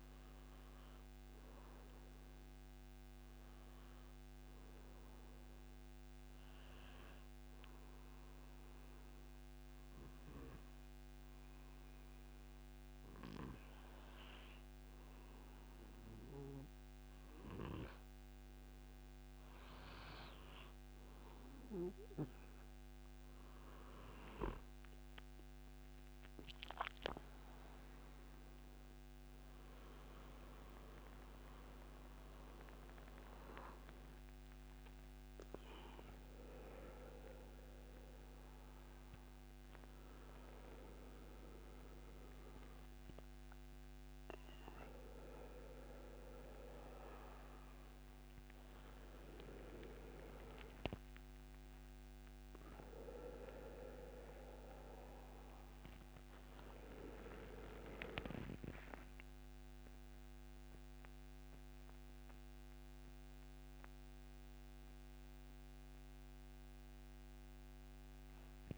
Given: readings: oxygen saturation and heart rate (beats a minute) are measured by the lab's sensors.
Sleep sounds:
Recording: breathing in sleep by a microphone on the trachea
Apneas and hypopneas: none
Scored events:
23.50-50.50 s: oxygen desaturation (device-marked, oxygen 95% before, 90% lowest)
52.50-58.00 s: arousal
From the record:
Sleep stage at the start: N1 (lightest sleep)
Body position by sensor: on the back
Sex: male

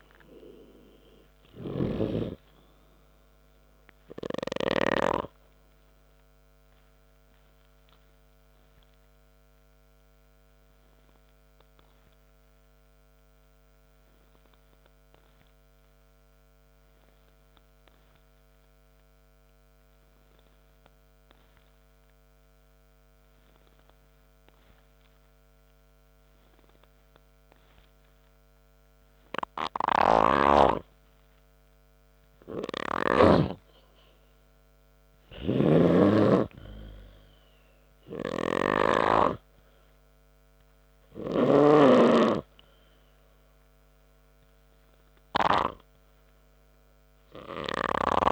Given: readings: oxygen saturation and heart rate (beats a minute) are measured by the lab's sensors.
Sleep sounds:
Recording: breathing in sleep by a microphone on the trachea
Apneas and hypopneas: 1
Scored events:
0.00-18.00 s: oxygen desaturation (device-marked, oxygen 92% lowest, heart rate 63 extreme)
9.00-29.50 s: obstructive apnea (oxygen 98% before, 90% lowest, heart rate 65 before, 63 extreme, up 0 after)
25.00-35.00 s: oxygen desaturation (device-marked, oxygen 96% before, 93% lowest, heart rate 71 before, 63 extreme)
25.00-48.32 s: new sleep stage, N3 (deep sleep)
37.00-41.50 s: arousal
From the record:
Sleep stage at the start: N2 (light sleep)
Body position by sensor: on the back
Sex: male

